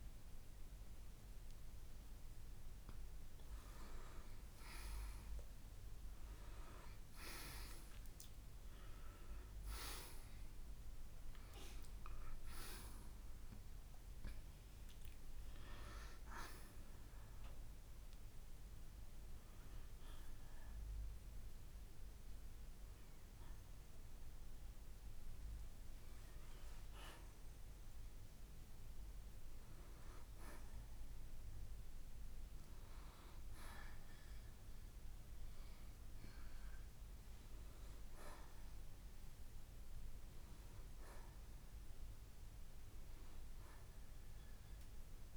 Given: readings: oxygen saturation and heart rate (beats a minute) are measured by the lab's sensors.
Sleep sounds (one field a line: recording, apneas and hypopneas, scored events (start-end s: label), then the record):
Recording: breathing in sleep by a room microphone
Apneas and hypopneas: none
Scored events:
0.00-10.00 s: oxygen desaturation (device-marked, oxygen 88% lowest, heart rate 57 extreme)
13.00-18.50 s: arousal
24.00-33.00 s: oxygen desaturation (device-marked, oxygen 94% before, 87% lowest, heart rate 64 before, 56 extreme)
From the record:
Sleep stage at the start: N2 (light sleep)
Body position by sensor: on the right side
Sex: male